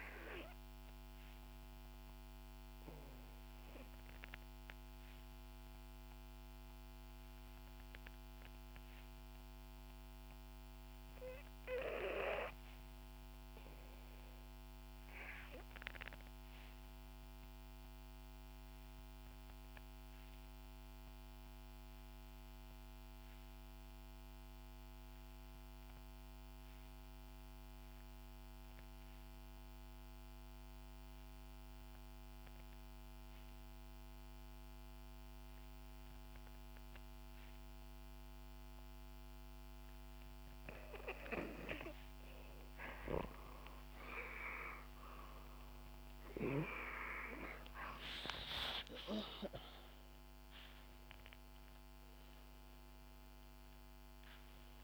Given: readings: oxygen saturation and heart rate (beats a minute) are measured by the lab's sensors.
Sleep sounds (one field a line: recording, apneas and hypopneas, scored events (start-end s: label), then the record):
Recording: breathing in sleep by a microphone on the trachea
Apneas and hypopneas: 1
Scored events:
2.50-41.00 s: obstructive apnea (oxygen 94% before, 78% lowest, heart rate 67 before, 63 extreme, up 7 after)
27.50-54.84 s: oxygen desaturation (device-marked, oxygen 92% before, 78% lowest, heart rate 66 before, 63 extreme)
43.00-47.00 s: snoring (device-marked)
44.50-50.00 s: arousal
From the record:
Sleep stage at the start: N2 (light sleep)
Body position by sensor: on the back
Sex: female